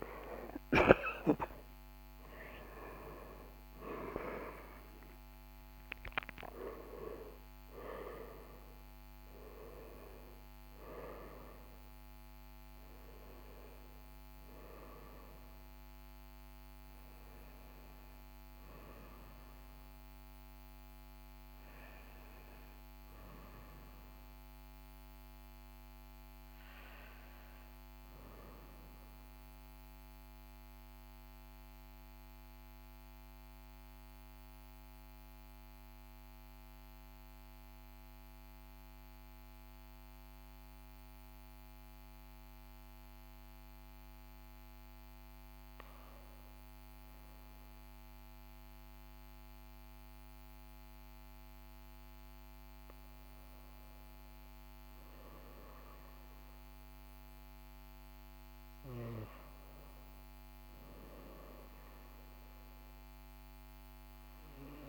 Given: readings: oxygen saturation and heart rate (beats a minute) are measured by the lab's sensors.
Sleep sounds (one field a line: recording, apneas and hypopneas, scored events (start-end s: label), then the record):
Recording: breathing in sleep by a microphone on the trachea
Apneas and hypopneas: 1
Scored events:
0.00-4.50 s: arousal
0.00-38.50 s: oxygen desaturation (device-marked, oxygen 79% lowest, heart rate 40 extreme)
29.00-51.00 s: mixed apnea (oxygen 90% before, 79% lowest, heart rate 53 before, 43 extreme, up 1 after)
54.00-57.50 s: arousal
From the record:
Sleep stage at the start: N1 (lightest sleep)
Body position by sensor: on the back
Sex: male